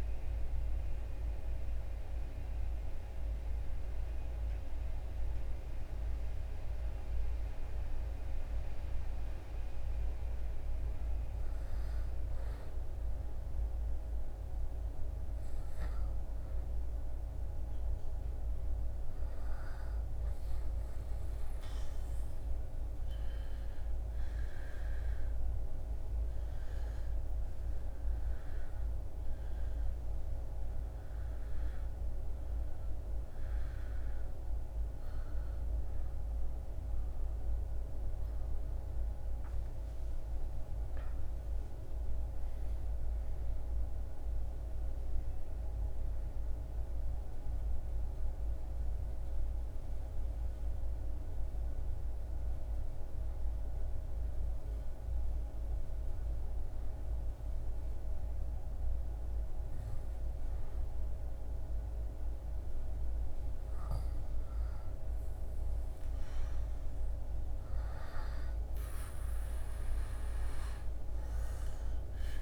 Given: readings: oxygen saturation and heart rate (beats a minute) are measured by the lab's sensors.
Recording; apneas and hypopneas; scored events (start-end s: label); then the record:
breathing in sleep, hard to hear, by a room microphone; 2
8.00-18.00 s: hypopnea (oxygen 99% before, 96% lowest, heart rate 83 before, 76 extreme, up 4 after)
19.00-24.00 s: arousal
50.50-72.41 s: new sleep stage, N2 (light sleep)
53.00-64.50 s: hypopnea (oxygen 98% before, 96% lowest, heart rate 83 before, 74 extreme, up 5 after)
67.00-71.00 s: arousal
From the record:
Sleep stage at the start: N1 (lightest sleep); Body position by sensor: on the back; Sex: male